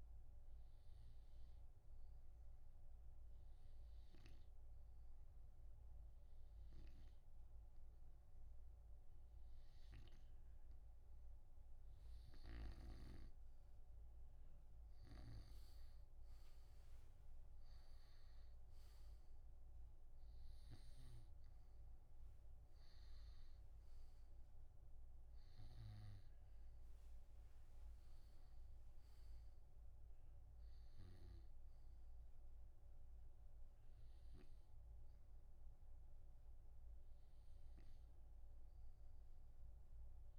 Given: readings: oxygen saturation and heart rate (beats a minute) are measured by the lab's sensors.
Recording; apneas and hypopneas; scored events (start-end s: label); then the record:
breathing in sleep, hard to hear, by a room microphone; 1
1.00-12.00 s: hypopnea (oxygen 97% before, 92% lowest)
12.50-21.50 s: snoring (device-marked)
14.00-18.00 s: arousal
From the record:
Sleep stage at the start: N2 (light sleep); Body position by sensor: on the right side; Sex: male